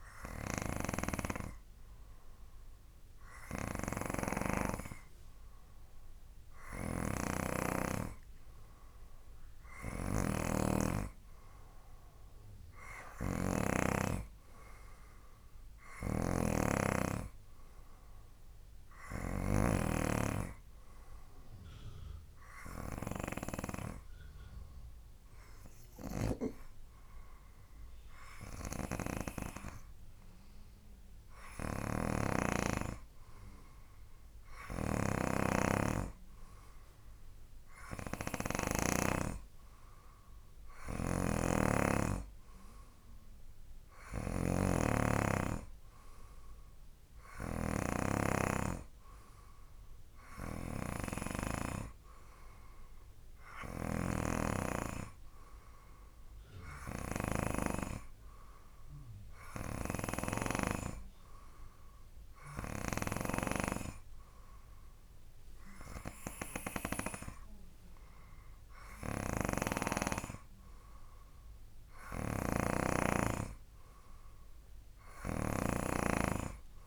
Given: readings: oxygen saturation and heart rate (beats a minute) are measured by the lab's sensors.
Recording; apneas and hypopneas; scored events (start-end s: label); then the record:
breathing in sleep by a room microphone; none
4.00-14.00 s: snoring (device-marked)
16.00-20.00 s: snoring (device-marked)
26.00-39.00 s: snoring (device-marked)
41.00-48.00 s: snoring (device-marked)
54.00-58.00 s: snoring (device-marked)
60.00-63.50 s: snoring (device-marked)
69.50-76.87 s: snoring (device-marked)
From the record:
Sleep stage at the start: N2 (light sleep); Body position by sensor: on the right side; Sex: male